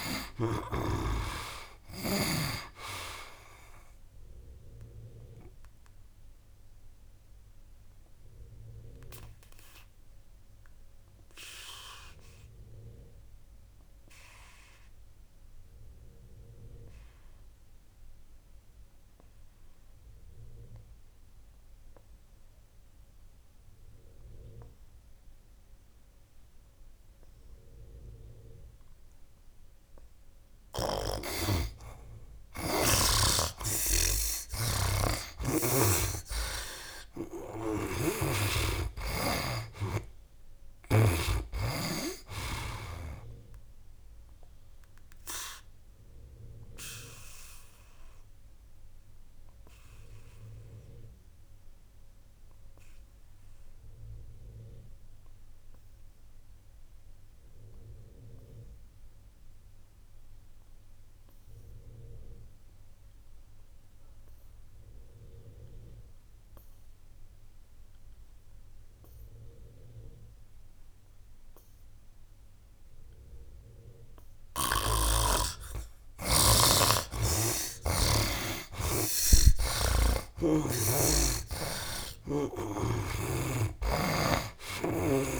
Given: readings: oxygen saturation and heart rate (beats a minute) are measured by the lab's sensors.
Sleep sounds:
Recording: breathing in sleep by a room microphone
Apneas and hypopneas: 2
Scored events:
0.00-25.00 s: oxygen desaturation (device-marked, oxygen 69% lowest, heart rate 63 extreme)
5.00-29.50 s: obstructive apnea (oxygen 97% before, 69% lowest, heart rate 71 before, 62 extreme, up 14 after)
31.00-63.00 s: oxygen desaturation (device-marked, oxygen 97% before, 71% lowest, heart rate 67 before, 61 extreme)
35.50-40.00 s: arousal
44.50-74.50 s: obstructive apnea (oxygen 97% before, 69% lowest, heart rate 72 before, 61 extreme, up 20 after)
69.00-85.40 s: oxygen desaturation (device-marked, oxygen 98% before, 69% lowest, heart rate 62 before, 61 extreme)
78.00-82.50 s: arousal
79.00-82.50 s: snoring (device-marked)
From the record:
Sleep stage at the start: N2 (light sleep)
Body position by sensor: on the back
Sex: male

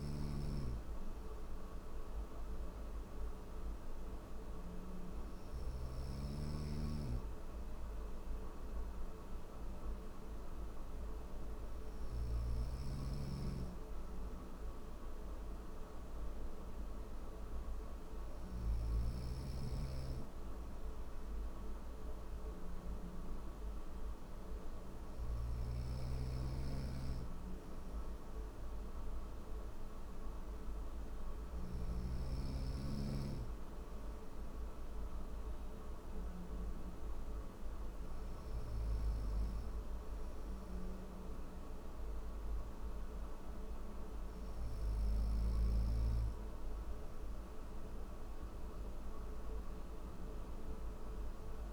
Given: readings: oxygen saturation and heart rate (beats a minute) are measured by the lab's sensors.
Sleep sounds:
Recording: breathing in sleep, hard to hear, by a room microphone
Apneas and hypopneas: none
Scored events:
0.00-5.00 s: snoring (device-marked)
24.50-31.00 s: snoring (device-marked)
From the record:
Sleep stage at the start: N1 (lightest sleep)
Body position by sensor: on the right side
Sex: male

